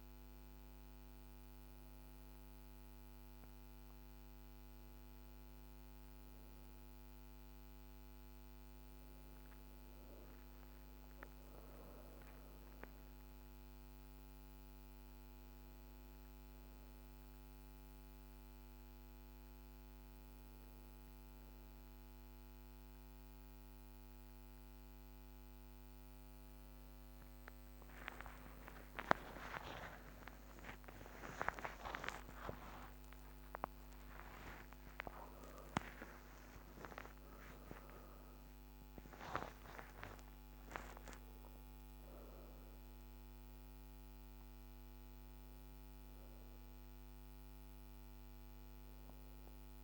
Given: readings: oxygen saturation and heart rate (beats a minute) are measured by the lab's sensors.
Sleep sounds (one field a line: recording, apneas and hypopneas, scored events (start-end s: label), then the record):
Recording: breathing in sleep by a microphone on the trachea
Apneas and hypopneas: none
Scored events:
27.50-33.50 s: arousal
From the record:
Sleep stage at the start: N2 (light sleep)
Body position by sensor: on the back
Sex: female